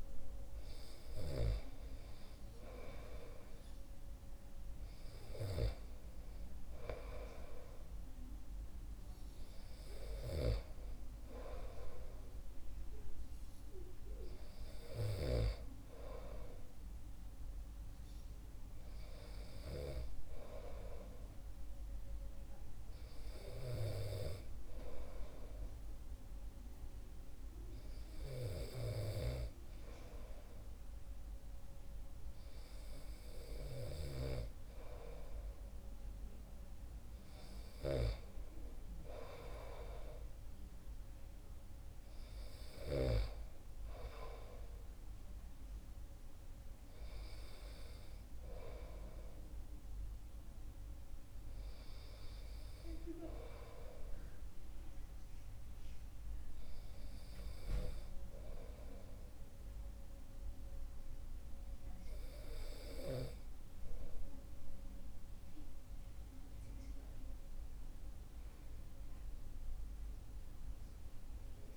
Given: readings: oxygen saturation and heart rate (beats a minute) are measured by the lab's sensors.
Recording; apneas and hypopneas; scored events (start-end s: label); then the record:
breathing in sleep by a room microphone; none
34.00-43.50 s: snoring (device-marked)
From the record:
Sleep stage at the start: N2 (light sleep); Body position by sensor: on the back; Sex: male